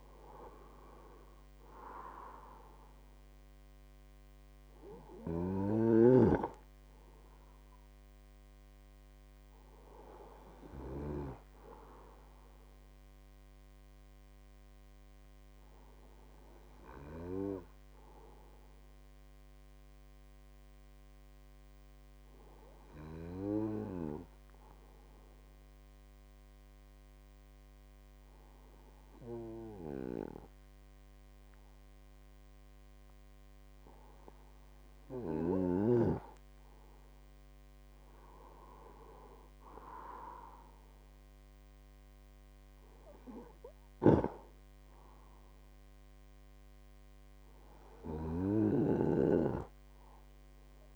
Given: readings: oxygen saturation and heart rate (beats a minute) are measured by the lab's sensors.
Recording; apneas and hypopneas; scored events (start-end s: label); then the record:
breathing in sleep by a microphone on the trachea; 1
18.50-34.50 s: hypopnea (oxygen 97% before, 95% lowest, heart rate 56 before, 50 extreme, up 17 after)
37.00-40.00 s: arousal
44.00-49.00 s: snoring (device-marked)
From the record:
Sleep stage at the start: N2 (light sleep); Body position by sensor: on the right side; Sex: male